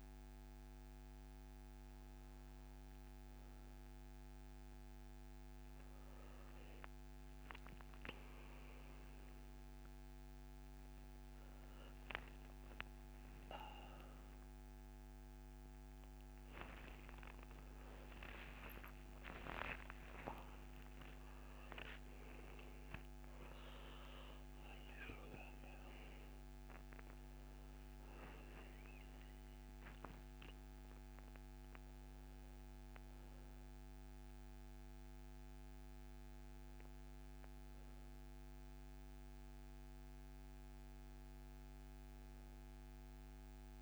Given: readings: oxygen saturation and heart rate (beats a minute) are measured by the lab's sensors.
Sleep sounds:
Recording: a person awake in a sleep study, by a microphone on the trachea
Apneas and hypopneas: none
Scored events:
none scored
From the record:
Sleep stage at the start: awake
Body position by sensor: on the back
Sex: male

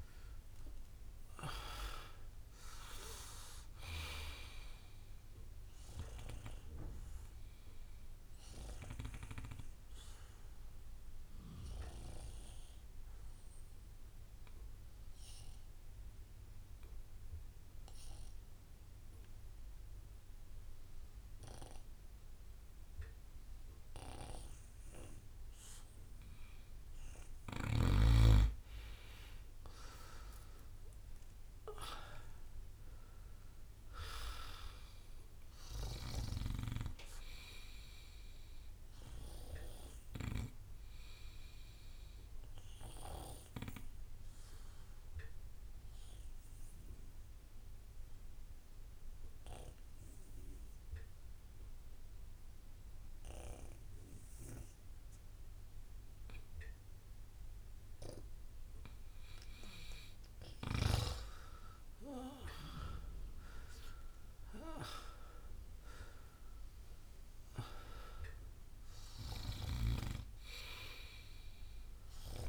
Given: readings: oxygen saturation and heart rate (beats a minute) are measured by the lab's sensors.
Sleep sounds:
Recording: breathing in sleep by a room microphone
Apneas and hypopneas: 2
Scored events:
0.00-1.00 s: arousal
0.50-22.50 s: bradycardia (device-marked)
2.50-19.50 s: oxygen desaturation (device-marked, oxygen 100% before, 95% lowest)
4.00-6.00 s: long interval between heartbeats (device-marked)
7.00-26.50 s: obstructive apnea (oxygen 100% before, 94% lowest)
28.50-33.50 s: arousal
31.50-51.50 s: oxygen desaturation (device-marked, oxygen 99% before, 95% lowest)
41.50-58.50 s: obstructive apnea (oxygen 99% before, 93% lowest)
61.50-66.00 s: arousal
64.50-72.49 s: oxygen desaturation (device-marked, oxygen 98% before, 94% lowest)
From the record:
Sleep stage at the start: N2 (light sleep)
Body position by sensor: on the right side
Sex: male

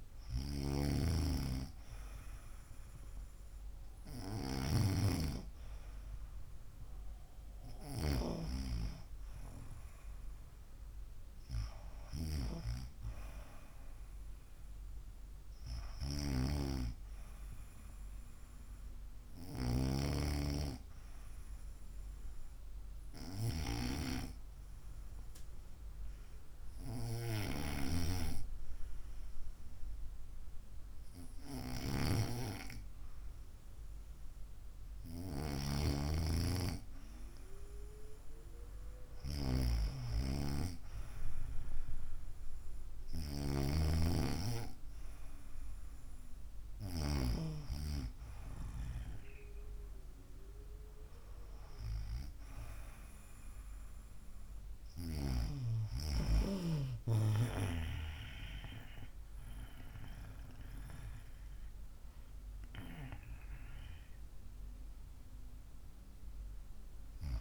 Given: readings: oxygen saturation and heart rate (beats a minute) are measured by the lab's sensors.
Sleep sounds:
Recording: breathing in sleep by a room microphone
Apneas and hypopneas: 1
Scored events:
0.00-2.50 s: arousal
21.50-37.00 s: hypopnea (oxygen 96% before, 94% lowest, heart rate 62 before, 57 extreme, up 7 after)
41.00-44.50 s: arousal
62.00-65.00 s: arousal
From the record:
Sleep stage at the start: N2 (light sleep)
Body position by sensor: on the right side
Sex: female

